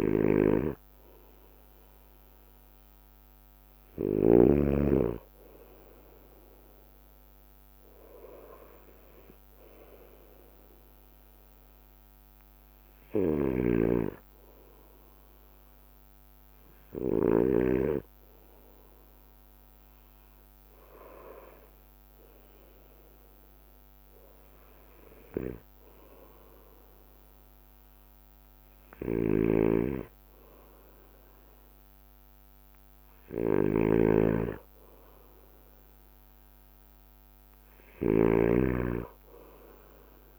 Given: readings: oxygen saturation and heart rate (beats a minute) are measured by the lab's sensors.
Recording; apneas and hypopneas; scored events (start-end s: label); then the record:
breathing in sleep by a microphone on the trachea; none
0.00-5.00 s: bradycardia (device-marked, heart rate 55 extreme)
0.00-5.00 s: snoring (device-marked)
8.00-22.00 s: bradycardia (device-marked, heart rate 58 before, 56 extreme)
13.50-18.00 s: snoring (device-marked)
24.00-40.39 s: bradycardia (device-marked, heart rate 58 before, 55 extreme)
29.50-40.39 s: snoring (device-marked)
From the record:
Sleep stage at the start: N2 (light sleep); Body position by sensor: on the right side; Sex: male